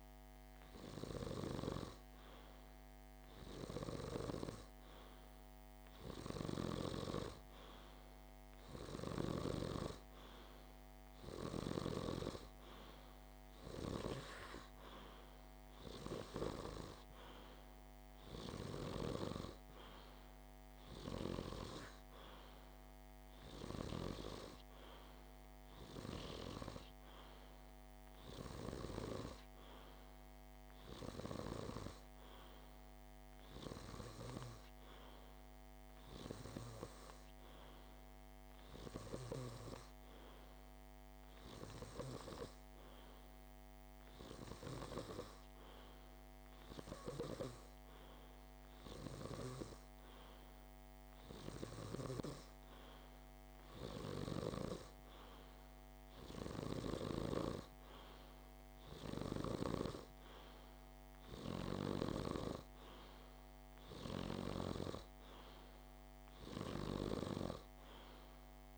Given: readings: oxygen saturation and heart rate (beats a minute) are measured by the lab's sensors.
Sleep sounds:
breathing in sleep by a microphone on the trachea; none
none scored
From the record:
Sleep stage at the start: N2 (light sleep); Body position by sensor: on the back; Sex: male

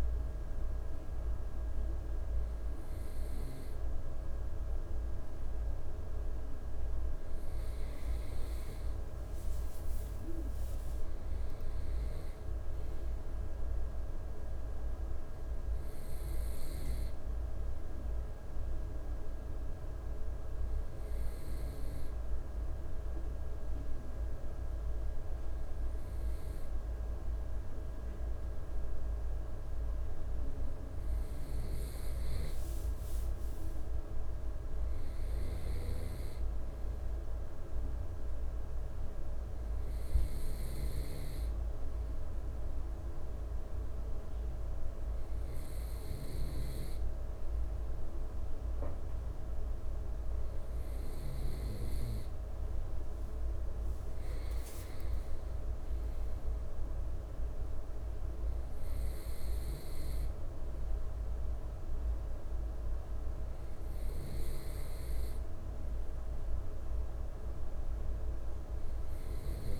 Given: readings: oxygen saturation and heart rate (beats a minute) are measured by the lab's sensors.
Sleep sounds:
breathing in sleep, hard to hear, by a room microphone; none
none scored
From the record:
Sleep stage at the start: N2 (light sleep); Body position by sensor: on the right side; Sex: male

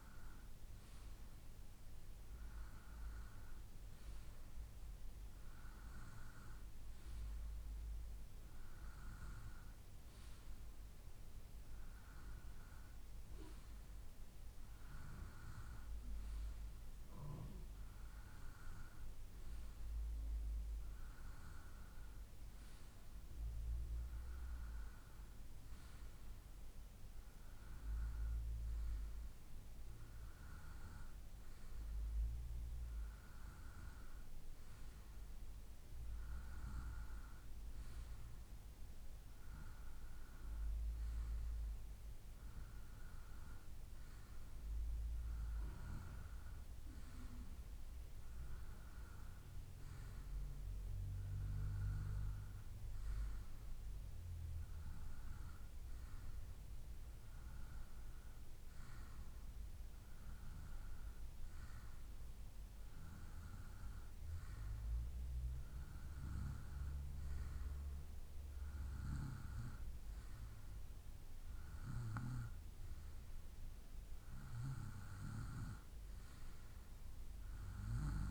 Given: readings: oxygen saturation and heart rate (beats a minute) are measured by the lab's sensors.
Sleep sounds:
breathing in sleep by a room microphone; none
none scored
From the record:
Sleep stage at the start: N2 (light sleep); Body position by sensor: on the right side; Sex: male

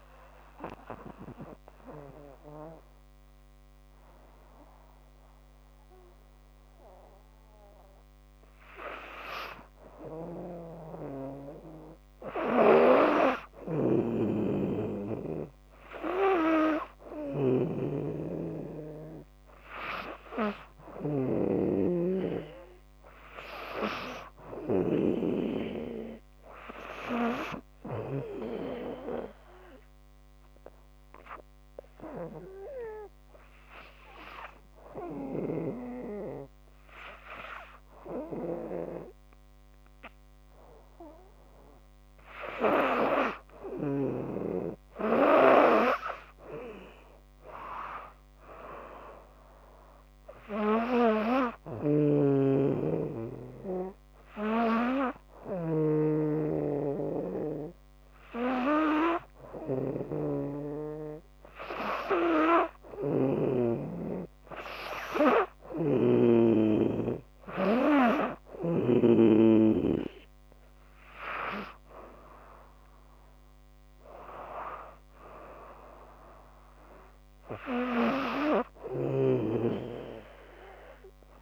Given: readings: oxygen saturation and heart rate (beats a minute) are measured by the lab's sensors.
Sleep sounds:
breathing in sleep by a microphone on the trachea; 2
13.00-27.50 s: snoring (device-marked)
28.50-40.50 s: obstructive apnea (oxygen 98% before, 93% lowest, heart rate 75 before, 72 extreme, up 3 after)
42.00-45.00 s: arousal
50.00-63.00 s: hypopnea (oxygen 98% before, 93% lowest, heart rate 77 before, 72 extreme, up 8 after)
51.00-63.00 s: snoring (device-marked)
58.00-66.00 s: oxygen desaturation (device-marked, oxygen 98% before, 93% lowest, heart rate 75 before, 76 extreme)
65.00-68.50 s: snoring (device-marked)
67.50-71.00 s: arousal
78.00-81.42 s: snoring (device-marked)
From the record:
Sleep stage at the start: N2 (light sleep); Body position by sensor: on the back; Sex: female

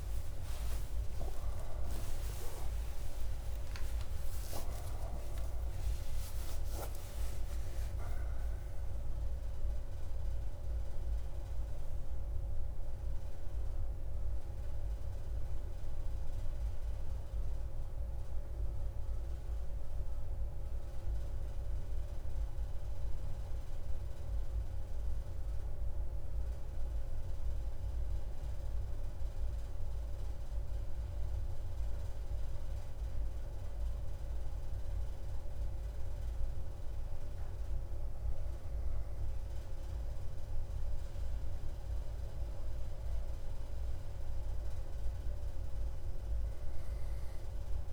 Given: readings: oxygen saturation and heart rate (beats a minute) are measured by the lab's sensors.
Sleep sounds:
a person partly awake in a sleep study, hard to hear, by a room microphone; none
19.00-47.93 s: new sleep stage, N2 (light sleep)
From the record:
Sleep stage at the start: awake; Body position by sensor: on the right side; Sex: male

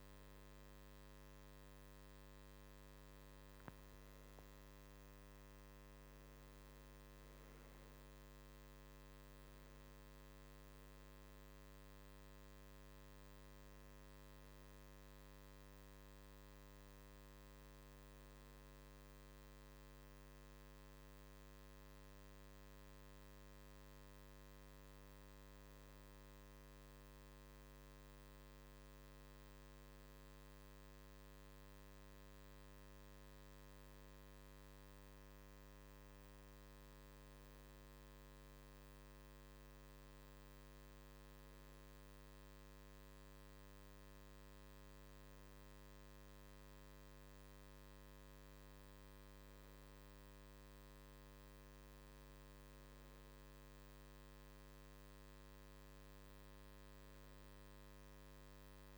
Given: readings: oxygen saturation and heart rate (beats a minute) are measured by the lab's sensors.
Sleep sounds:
breathing in sleep, hard to hear, by a microphone on the trachea; none
0.00-5.50 s: oxygen desaturation (device-marked, oxygen 94% lowest, heart rate 51 extreme)
33.50-58.98 s: new sleep stage, N2 (light sleep)
From the record:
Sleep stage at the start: N1 (lightest sleep); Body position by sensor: on the right side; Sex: male

